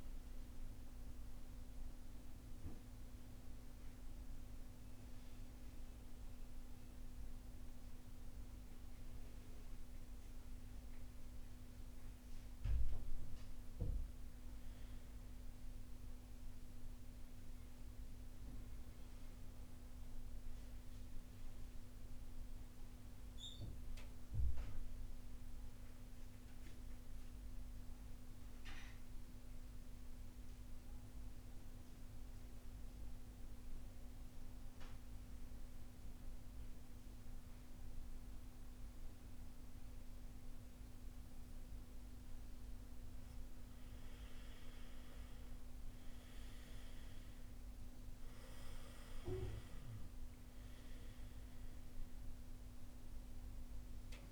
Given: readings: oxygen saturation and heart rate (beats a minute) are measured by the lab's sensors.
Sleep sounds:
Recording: breathing in sleep, hard to hear, by a room microphone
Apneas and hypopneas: 1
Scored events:
26.50-42.50 s: mixed apnea (oxygen 99% before, 90% lowest, heart rate 58 before, 56 extreme, up 6 after)
30.00-54.32 s: new sleep stage, N2 (light sleep)
45.50-49.00 s: arousal
46.00-54.32 s: oxygen desaturation (device-marked, oxygen 97% before, 90% lowest, heart rate 57 before, 57 extreme)
From the record:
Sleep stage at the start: N1 (lightest sleep)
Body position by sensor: on the back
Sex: male

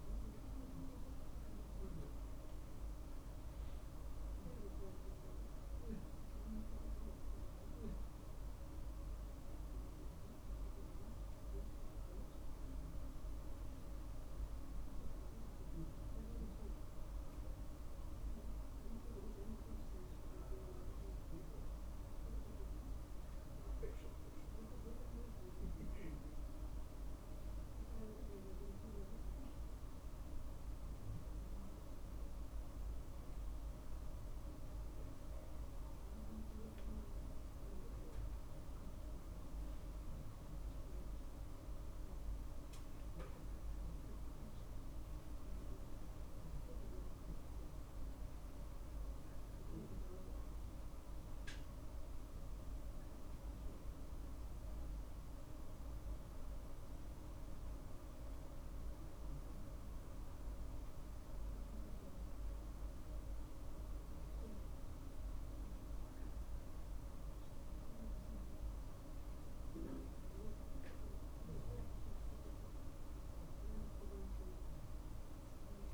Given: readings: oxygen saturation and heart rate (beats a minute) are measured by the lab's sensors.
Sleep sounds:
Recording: a person awake in a sleep study, by a room microphone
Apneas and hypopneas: none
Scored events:
none scored
From the record:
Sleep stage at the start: awake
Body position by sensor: on the right side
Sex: male

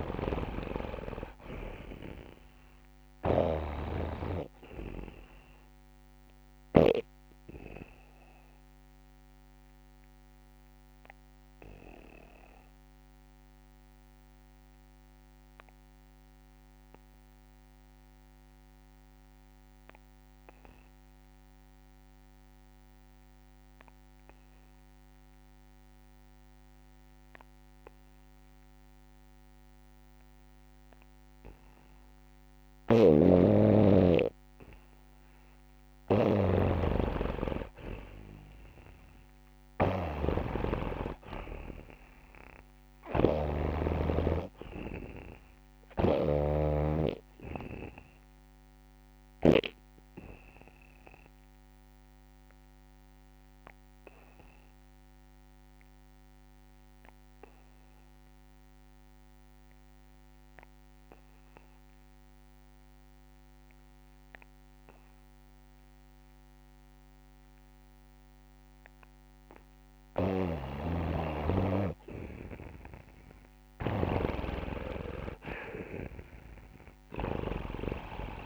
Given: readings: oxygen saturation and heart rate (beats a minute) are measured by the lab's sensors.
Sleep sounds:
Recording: breathing in sleep by a microphone on the trachea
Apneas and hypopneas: 2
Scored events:
0.00-1.00 s: arousal
0.00-1.50 s: long interval between heartbeats (device-marked, heart rate 60 extreme)
0.00-7.00 s: snoring (device-marked)
0.00-19.00 s: oxygen desaturation (device-marked, oxygen 80% lowest, heart rate 38 extreme)
3.00-5.00 s: long interval between heartbeats (device-marked, heart rate 64 before, 38 extreme)
6.00-8.00 s: long interval between heartbeats (device-marked, heart rate 60 before, 38 extreme)
7.00-34.50 s: obstructive apnea (oxygen 98% before, 80% lowest, heart rate 58 before, 47 extreme, up 4 after)
32.50-49.50 s: snoring (device-marked)
33.00-60.00 s: oxygen desaturation (device-marked, oxygen 97% before, 81% lowest, heart rate 69 before, 37 extreme)
38.00-43.00 s: arousal
40.00-42.00 s: long interval between heartbeats (device-marked, heart rate 68 before, 58 extreme)
43.50-45.50 s: long interval between heartbeats (device-marked, heart rate 67 before, 57 extreme)
46.00-48.00 s: long interval between heartbeats (device-marked, heart rate 64 before, 48 extreme)
49.50-69.00 s: obstructive apnea (oxygen 98% before, 80% lowest, heart rate 61 before, 37 extreme, up 0 after)
70.00-77.50 s: snoring (device-marked)
72.50-74.50 s: long interval between heartbeats (device-marked, heart rate 70 before, 68 extreme)
73.50-78.00 s: arousal
74.00-78.46 s: oxygen desaturation (device-marked, oxygen 95% before, 80% lowest, heart rate 71 before, 35 extreme)
From the record:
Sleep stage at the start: N2 (light sleep)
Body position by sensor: on the back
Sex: male

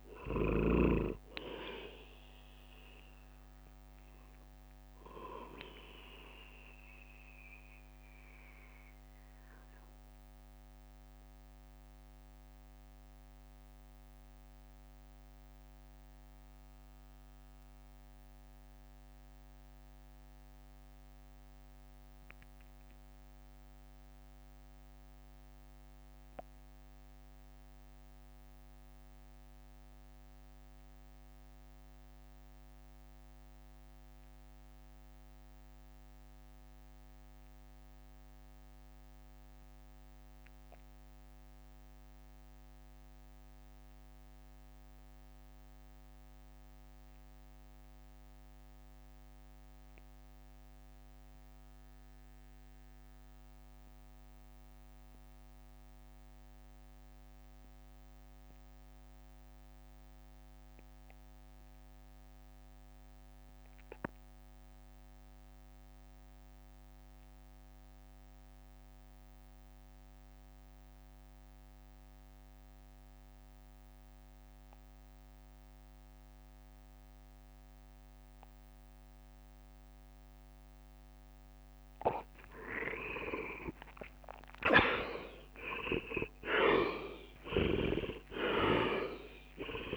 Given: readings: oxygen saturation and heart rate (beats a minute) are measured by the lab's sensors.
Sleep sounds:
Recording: breathing in sleep by a microphone on the trachea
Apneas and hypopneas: 1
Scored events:
0.00-8.00 s: drop in pulse transit time (device-marked, heart rate 59 extreme)
0.00-29.00 s: oxygen desaturation (device-marked, oxygen 86% lowest, heart rate 54 extreme)
6.50-80.00 s: mixed apnea (oxygen 97% before, 71% lowest, heart rate 64 before, 54 extreme, up 19 after)
43.00-89.97 s: oxygen desaturation (device-marked, oxygen 100% before, 71% lowest, heart rate 56 before, 51 extreme)
82.50-88.00 s: leg movement (device-marked)
84.00-89.00 s: arousal
84.00-89.97 s: drop in pulse transit time (device-marked, heart rate 59 before, 64 extreme)
88.50-89.50 s: leg movement (device-marked)
From the record:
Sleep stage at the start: N2 (light sleep)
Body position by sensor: on the right side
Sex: male

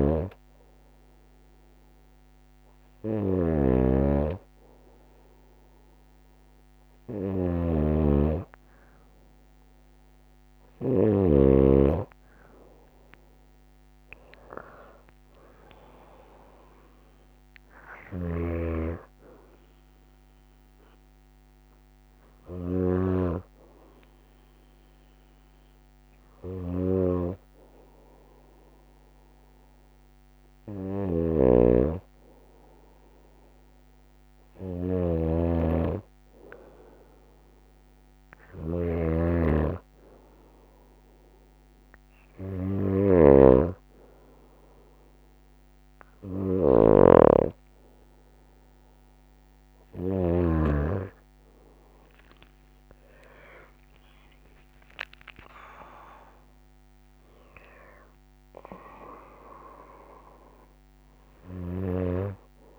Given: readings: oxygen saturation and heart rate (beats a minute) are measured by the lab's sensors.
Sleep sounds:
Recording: breathing in sleep by a microphone on the trachea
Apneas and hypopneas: none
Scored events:
0.00-11.00 s: snoring (device-marked)
30.50-43.00 s: snoring (device-marked)
52.00-56.00 s: arousal
From the record:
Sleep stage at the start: N2 (light sleep)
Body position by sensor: on the right side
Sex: female

